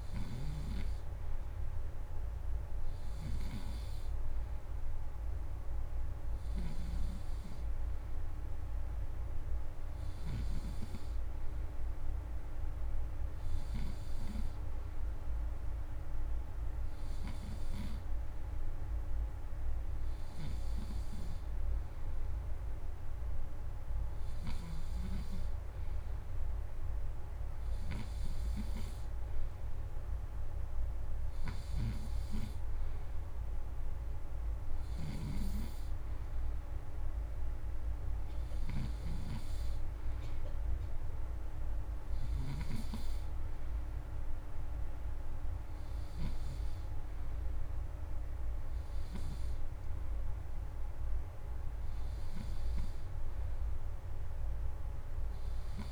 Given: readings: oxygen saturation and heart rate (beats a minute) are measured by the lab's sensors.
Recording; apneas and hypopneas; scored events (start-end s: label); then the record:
breathing in sleep by a room microphone; none
6.50-10.50 s: snoring (device-marked)
From the record:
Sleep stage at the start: N2 (light sleep); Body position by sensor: on the back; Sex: male